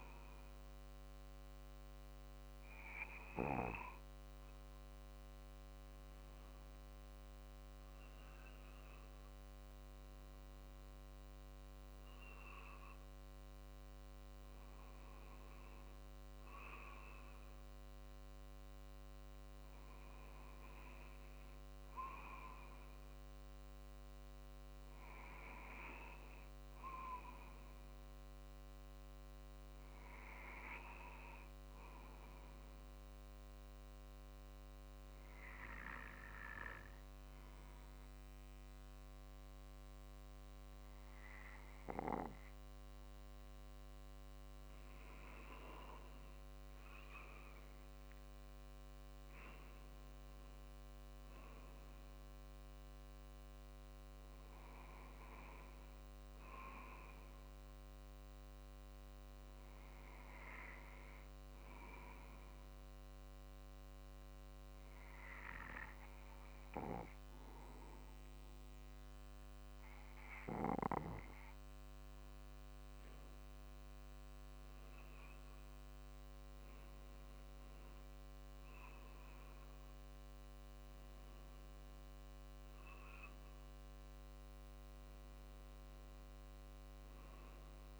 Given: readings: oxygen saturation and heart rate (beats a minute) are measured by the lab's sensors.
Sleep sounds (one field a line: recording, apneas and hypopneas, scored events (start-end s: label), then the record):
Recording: breathing in sleep by a microphone on the trachea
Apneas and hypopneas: 2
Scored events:
31.50-45.00 s: obstructive apnea (oxygen 95% before, 95% lowest, heart rate 48 before, 47 extreme, up 2 after)
47.00-51.00 s: arousal
48.00-61.00 s: drop in pulse transit time (device-marked, heart rate 48 before, 47 extreme)
58.00-72.00 s: hypopnea (oxygen 95% before, 95% lowest, heart rate 49 before, 47 extreme, up 4 after)
74.00-78.50 s: arousal
76.00-88.00 s: drop in pulse transit time (device-marked, heart rate 48 before, 49 extreme)
From the record:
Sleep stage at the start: N2 (light sleep)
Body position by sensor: on the right side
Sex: male